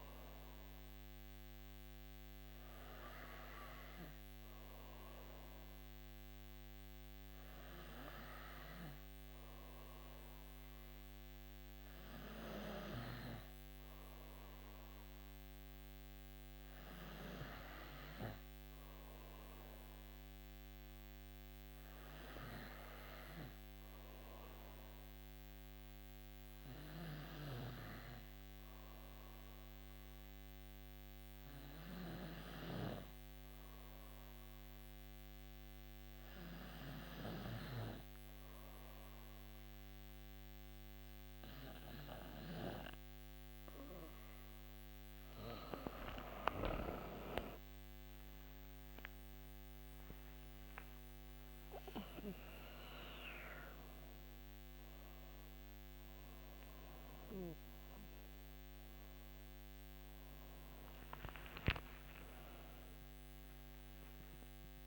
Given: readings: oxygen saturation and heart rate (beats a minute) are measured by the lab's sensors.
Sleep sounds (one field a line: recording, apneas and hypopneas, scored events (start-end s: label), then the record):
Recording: a person partly awake in a sleep study, by a microphone on the trachea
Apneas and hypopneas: 1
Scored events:
26.00-41.00 s: hypopnea (oxygen 94% before, 90% lowest, heart rate 68 before, 67 extreme, up 8 after)
32.00-37.50 s: snoring (device-marked)
33.00-64.87 s: new sleep stage, awake
41.00-53.00 s: oxygen desaturation (device-marked, oxygen 94% before, 91% lowest, heart rate 67 before, 73 extreme)
61.50-63.50 s: long interval between heartbeats (device-marked, heart rate 76 before, 89 extreme)
From the record:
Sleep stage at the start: N3 (deep sleep)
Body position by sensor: on the right side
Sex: female